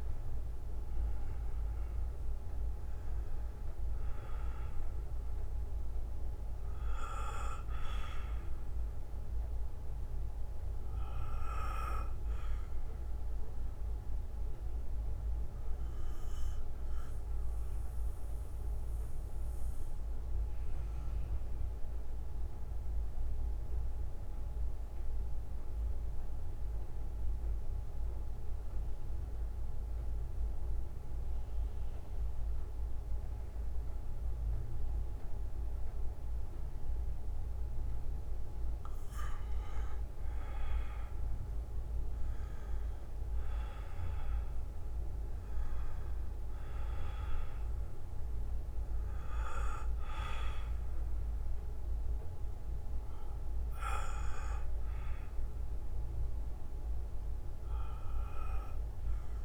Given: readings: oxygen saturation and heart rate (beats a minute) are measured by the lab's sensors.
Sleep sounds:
breathing in sleep by a room microphone; 1
0.00-12.50 s: oxygen desaturation (device-marked, oxygen 94% lowest, heart rate 54 extreme)
6.50-13.50 s: bradycardia (device-marked, heart rate 59 before, 56 extreme)
14.00-40.50 s: mixed apnea (oxygen 98% before, 90% lowest, heart rate 63 before, 50 extreme, up 10 after)
17.50-39.50 s: bradycardia (device-marked, heart rate 59 before, 56 extreme)
19.50-32.50 s: oxygen desaturation (device-marked, oxygen 95% before, 90% lowest, heart rate 62 before, 56 extreme)
42.50-47.50 s: arousal
47.50-54.50 s: bradycardia (device-marked, heart rate 60 before, 58 extreme)
57.50-59.45 s: bradycardia (device-marked, heart rate 59 before, 50 extreme)
From the record:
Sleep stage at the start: REM sleep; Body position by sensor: on the back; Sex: male

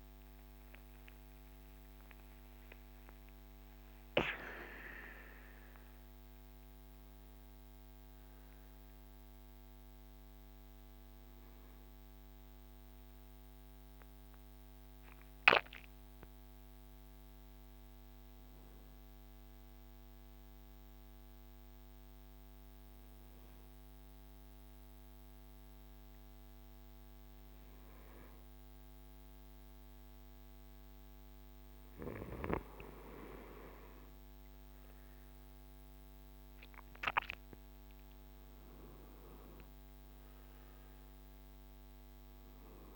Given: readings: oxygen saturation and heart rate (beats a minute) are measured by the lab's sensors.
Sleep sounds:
breathing in sleep by a microphone on the trachea; 1
0.00-3.50 s: arousal
19.50-32.00 s: obstructive apnea (oxygen 95% before, 93% lowest, heart rate 71 before, 53 extreme, up 8 after)
34.50-38.50 s: arousal
From the record:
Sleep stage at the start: N2 (light sleep); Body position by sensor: on the right side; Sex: male

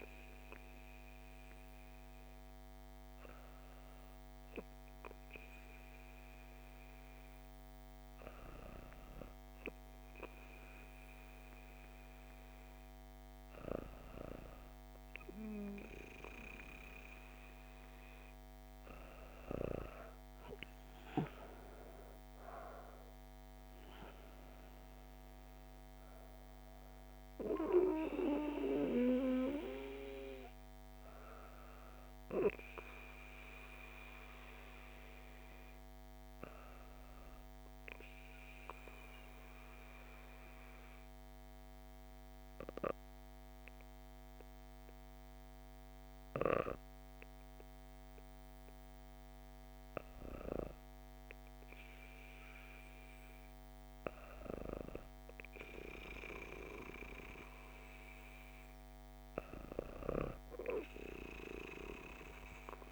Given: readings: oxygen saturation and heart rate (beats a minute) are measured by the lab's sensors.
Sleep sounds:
breathing in sleep by a microphone on the trachea; 1
19.50-24.50 s: arousal
37.00-48.00 s: obstructive apnea (oxygen 97% before, 96% lowest, heart rate 67 before, 61 extreme)
49.00-53.00 s: arousal
From the record:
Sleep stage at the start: N2 (light sleep); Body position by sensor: on the back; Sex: female

